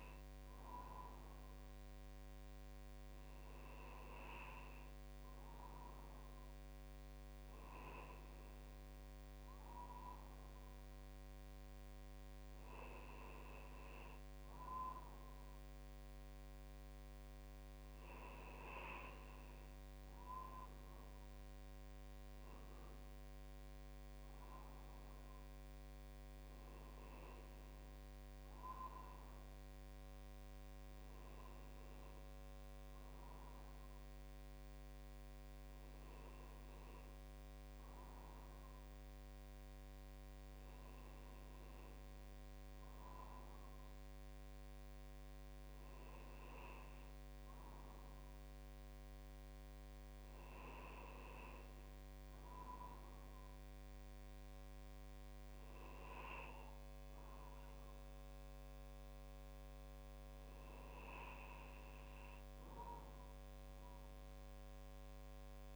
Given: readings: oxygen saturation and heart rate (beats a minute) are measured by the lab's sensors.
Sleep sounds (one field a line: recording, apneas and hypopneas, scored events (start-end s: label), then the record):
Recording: breathing in sleep by a microphone on the trachea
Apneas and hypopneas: none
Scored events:
none scored
From the record:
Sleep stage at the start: N2 (light sleep)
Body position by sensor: on the right side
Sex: male